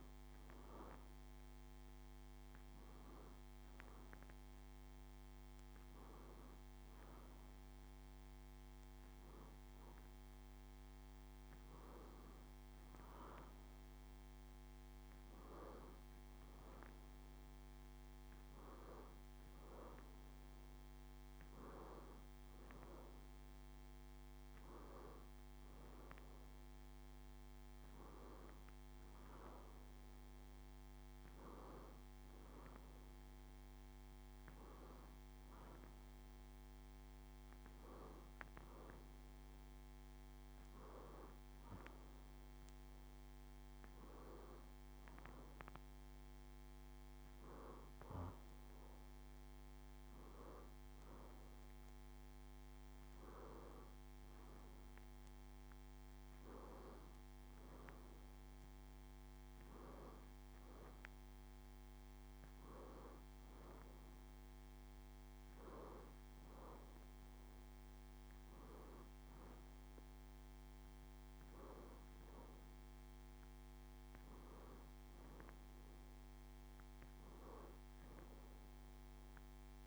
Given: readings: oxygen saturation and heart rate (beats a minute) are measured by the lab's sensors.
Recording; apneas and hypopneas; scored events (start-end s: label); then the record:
breathing in sleep by a microphone on the trachea; none
none scored
From the record:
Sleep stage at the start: N2 (light sleep); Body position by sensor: on the back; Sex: female